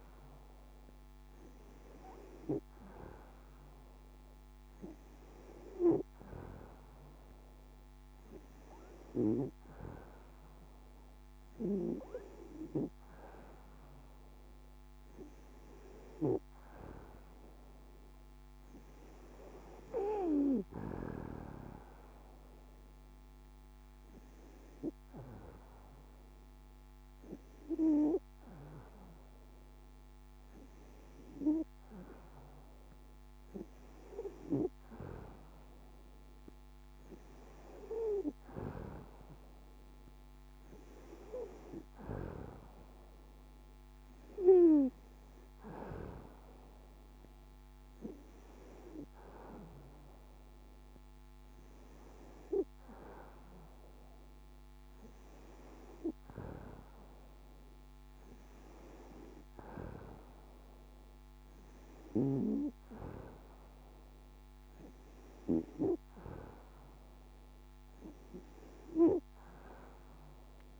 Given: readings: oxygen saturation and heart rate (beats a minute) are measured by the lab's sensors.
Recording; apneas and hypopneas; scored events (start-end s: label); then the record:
breathing in sleep by a microphone on the trachea; none
none scored
From the record:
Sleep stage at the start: N2 (light sleep); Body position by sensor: on the back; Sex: female